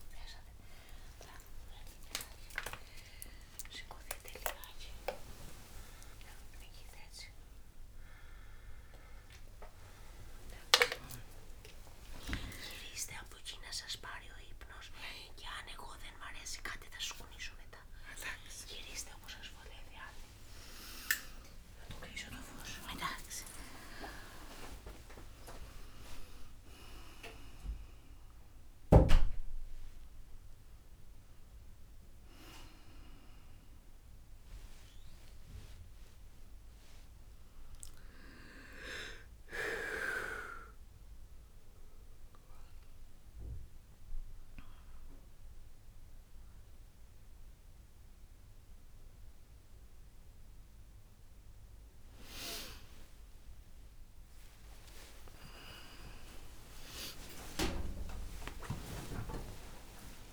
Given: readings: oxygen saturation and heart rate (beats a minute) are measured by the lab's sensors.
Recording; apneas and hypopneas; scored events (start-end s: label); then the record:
a person awake in a sleep study, by a room microphone; none
0.00-1.50 s: long interval between heartbeats (device-marked, heart rate 107 extreme)
12.00-14.00 s: long interval between heartbeats (device-marked, heart rate 96 before, 86 extreme)
18.00-20.00 s: long interval between heartbeats (device-marked, heart rate 96 before, 89 extreme)
23.00-25.00 s: long interval between heartbeats (device-marked, heart rate 91 before, 83 extreme)
From the record:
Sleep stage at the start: awake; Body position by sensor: on the back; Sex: female